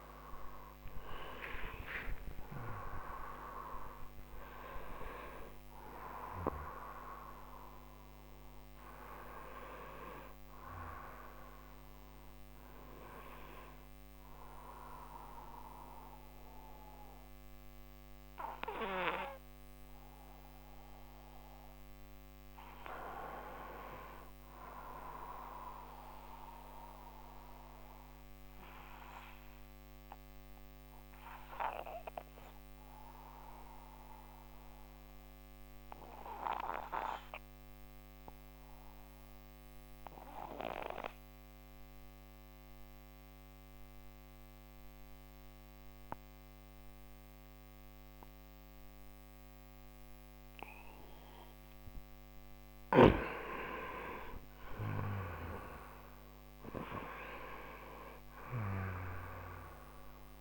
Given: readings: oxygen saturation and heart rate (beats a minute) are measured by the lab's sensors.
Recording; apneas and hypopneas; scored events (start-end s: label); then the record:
breathing in sleep by a microphone on the trachea; 1
0.00-27.50 s: oxygen desaturation (device-marked, oxygen 91% lowest)
26.50-52.00 s: obstructive apnea (oxygen 95% before, 91% lowest)
48.50-60.41 s: oxygen desaturation (device-marked, oxygen 97% before, 91% lowest)
54.00-58.50 s: arousal
From the record:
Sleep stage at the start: N2 (light sleep); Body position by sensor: on the right side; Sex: male